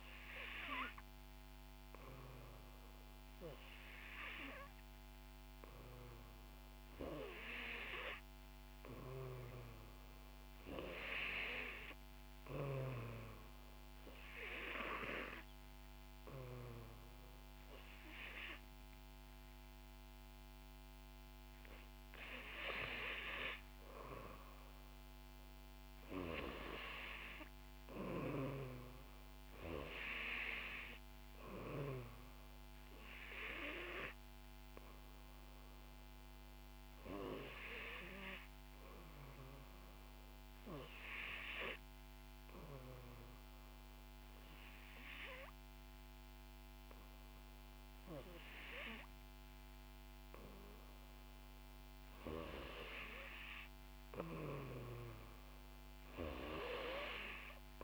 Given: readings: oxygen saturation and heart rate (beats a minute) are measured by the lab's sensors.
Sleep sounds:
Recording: breathing in sleep by a microphone on the trachea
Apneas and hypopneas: 2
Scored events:
0.00-4.00 s: arousal
14.00-25.50 s: hypopnea (oxygen 94% before, 88% lowest, heart rate 65 before, 63 extreme, up 1 after)
28.00-32.50 s: arousal
38.00-40.00 s: long interval between heartbeats (device-marked, heart rate 66 before, 65 extreme)
39.00-51.00 s: hypopnea (oxygen 92% before, 88% lowest, heart rate 66 before, 62 extreme, up 1 after)
53.00-57.84 s: arousal
From the record:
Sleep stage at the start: N3 (deep sleep)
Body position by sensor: on the back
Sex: female

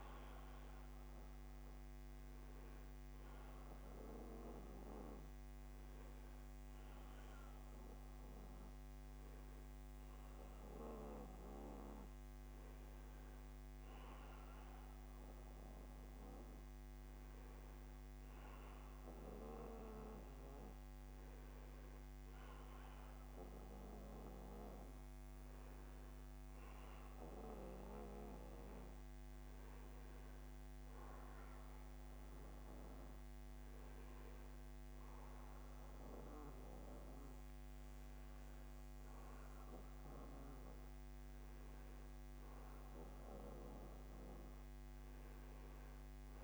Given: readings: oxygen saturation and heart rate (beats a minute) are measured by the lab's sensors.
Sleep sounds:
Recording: breathing in sleep by a microphone on the trachea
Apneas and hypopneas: none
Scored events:
0.00-3.50 s: oxygen desaturation (device-marked, oxygen 92% lowest, heart rate 55 extreme)
From the record:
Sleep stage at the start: N2 (light sleep)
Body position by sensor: on the back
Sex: male

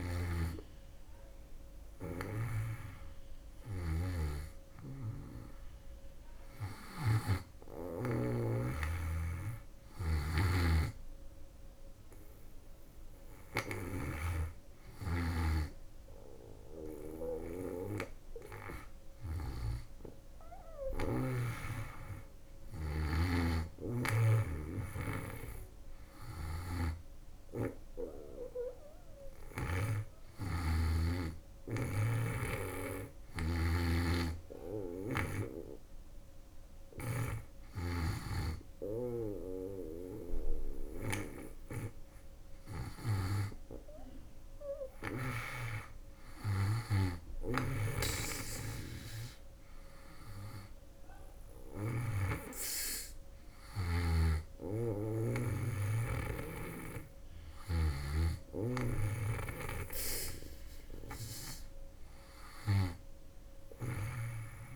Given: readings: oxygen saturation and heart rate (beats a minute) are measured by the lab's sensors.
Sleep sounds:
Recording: breathing in sleep by a room microphone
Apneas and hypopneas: none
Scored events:
0.00-21.00 s: snoring (device-marked)
23.00-29.50 s: snoring (device-marked)
31.50-35.00 s: snoring (device-marked)
39.50-45.00 s: snoring (device-marked)
47.00-51.50 s: snoring (device-marked)
53.50-63.50 s: snoring (device-marked)
From the record:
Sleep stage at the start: N2 (light sleep)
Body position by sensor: on the back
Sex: female

